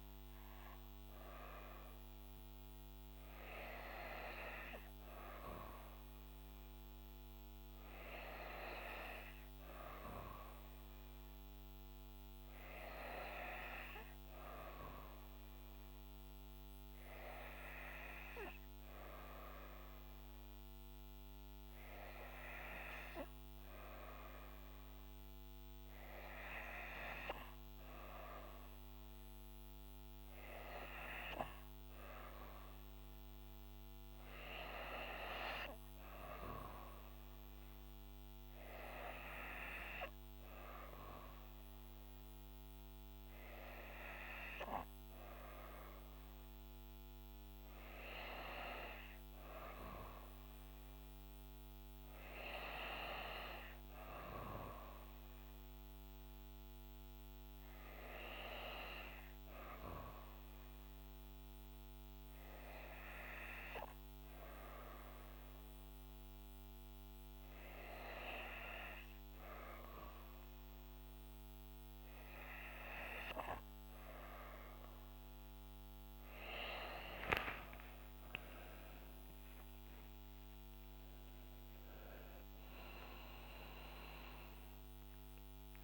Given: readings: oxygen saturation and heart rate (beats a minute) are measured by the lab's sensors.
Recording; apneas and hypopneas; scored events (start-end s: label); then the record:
breathing in sleep by a microphone on the trachea; 1
60.50-74.50 s: hypopnea (oxygen 95% before, 93% lowest, heart rate 68 before, 65 extreme, up 13 after)
76.00-85.84 s: oxygen desaturation (device-marked, oxygen 96% before, 93% lowest, heart rate 67 before, 77 extreme)
From the record:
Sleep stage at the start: N2 (light sleep); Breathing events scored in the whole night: 168 in 4.4 hours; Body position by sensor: on the back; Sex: female